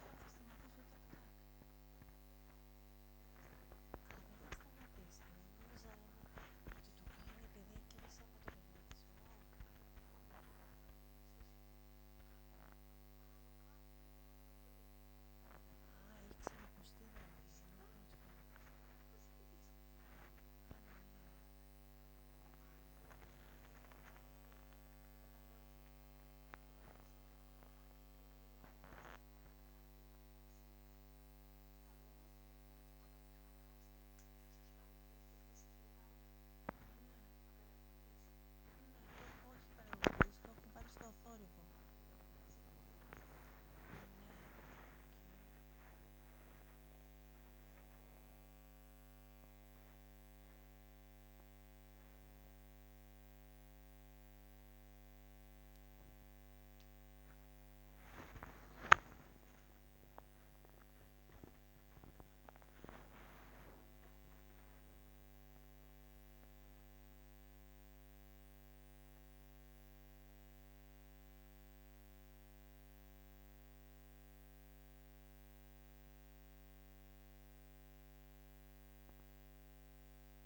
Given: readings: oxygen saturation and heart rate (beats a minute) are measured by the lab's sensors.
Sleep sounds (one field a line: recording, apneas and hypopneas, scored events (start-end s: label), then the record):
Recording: a person awake in a sleep study, by a microphone on the trachea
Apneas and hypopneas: none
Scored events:
50.50-57.50 s: oxygen desaturation (device-marked, oxygen 100% before, 96% lowest, heart rate 82 before, 59 extreme)
59.50-80.46 s: new sleep stage, N1 (lightest sleep)
From the record:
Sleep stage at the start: awake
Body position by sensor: on the back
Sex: female